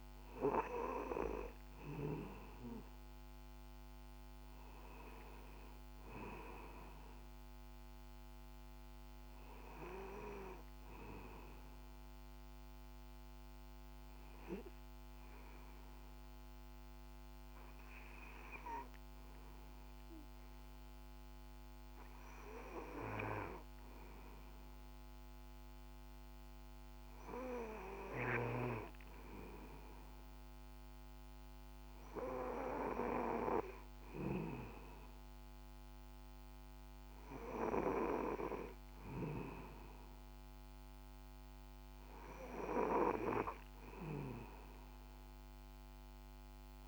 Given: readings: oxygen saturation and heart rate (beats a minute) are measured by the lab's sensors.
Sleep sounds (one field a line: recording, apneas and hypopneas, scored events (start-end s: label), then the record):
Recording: breathing in sleep by a microphone on the trachea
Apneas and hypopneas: 1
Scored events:
13.50-27.50 s: hypopnea (oxygen 97% before, 96% lowest, heart rate 63 before, 55 extreme)
30.50-34.00 s: arousal
From the record:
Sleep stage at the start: N2 (light sleep)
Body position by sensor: on the back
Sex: male